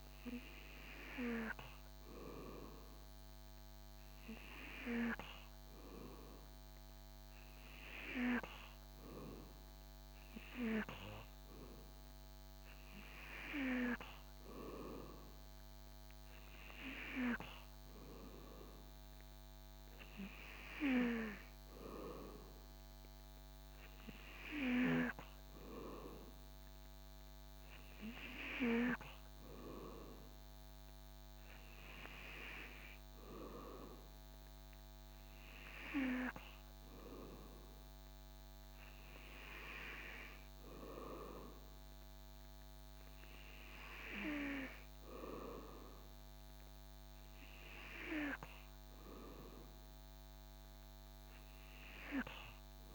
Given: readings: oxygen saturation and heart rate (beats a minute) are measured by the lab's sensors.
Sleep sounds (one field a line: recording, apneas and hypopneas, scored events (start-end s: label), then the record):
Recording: breathing in sleep by a microphone on the trachea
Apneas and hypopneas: none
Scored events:
none scored
From the record:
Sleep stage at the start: N2 (light sleep)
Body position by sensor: on the back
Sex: male